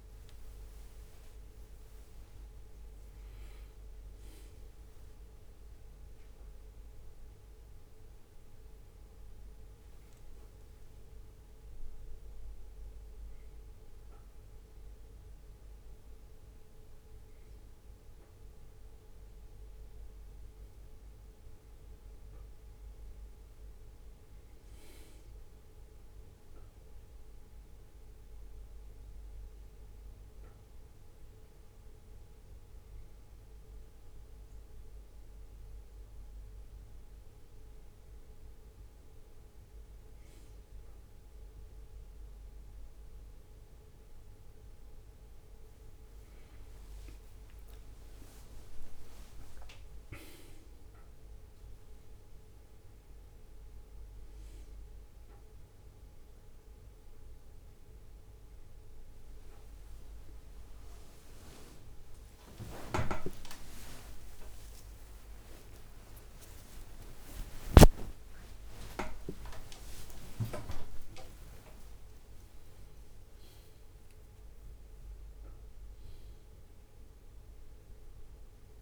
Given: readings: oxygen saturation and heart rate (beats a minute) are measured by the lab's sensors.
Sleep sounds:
a person awake in a sleep study, by a room microphone; none
1.00-3.00 s: long interval between heartbeats (device-marked, heart rate 69 before, 84 extreme)
47.50-50.50 s: leg movement (device-marked)
51.00-52.00 s: leg movement (device-marked)
63.50-75.50 s: tachycardia (device-marked, heart rate 65 before, 119 extreme)
64.00-66.00 s: long interval between heartbeats (device-marked, heart rate 67 before, 74 extreme)
69.50-71.50 s: long interval between heartbeats (device-marked, heart rate 78 before, 119 extreme)
75.50-76.00 s: leg movement (device-marked)
75.50-78.82 s: bradycardia (device-marked)
76.50-77.50 s: leg movement (device-marked)
From the record:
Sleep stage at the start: awake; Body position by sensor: on the back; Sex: male

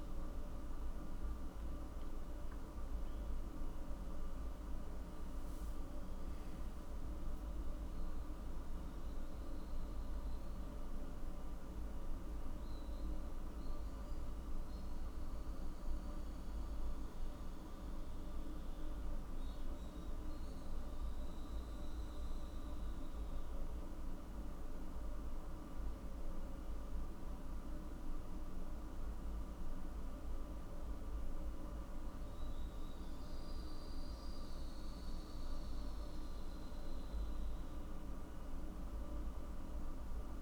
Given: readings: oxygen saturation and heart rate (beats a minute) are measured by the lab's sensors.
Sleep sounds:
a person awake in a sleep study, hard to hear, by a room microphone; none
none scored
From the record:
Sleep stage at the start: awake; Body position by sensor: on the back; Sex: male

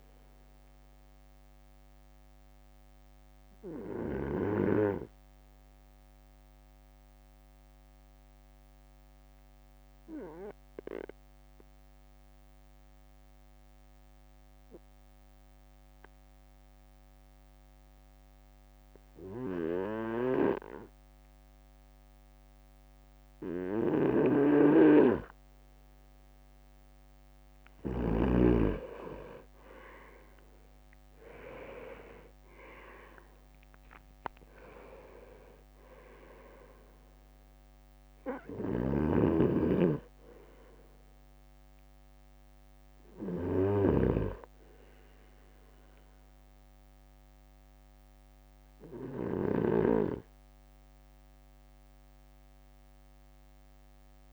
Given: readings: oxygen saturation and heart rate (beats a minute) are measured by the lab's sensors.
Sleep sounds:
breathing in sleep by a microphone on the trachea; 1
0.50-24.50 s: obstructive apnea (oxygen 99% before, 96% lowest, heart rate 56 before, 52 extreme, up 3 after)
23.50-28.50 s: snoring (device-marked)
28.50-32.50 s: leg movement (device-marked)
30.50-34.00 s: arousal
31.00-44.00 s: drop in pulse transit time (device-marked, heart rate 54 before, 55 extreme)
32.50-33.50 s: leg movement (device-marked)
38.50-43.50 s: snoring (device-marked)
From the record:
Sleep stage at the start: N2 (light sleep); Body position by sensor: on the right side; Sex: male

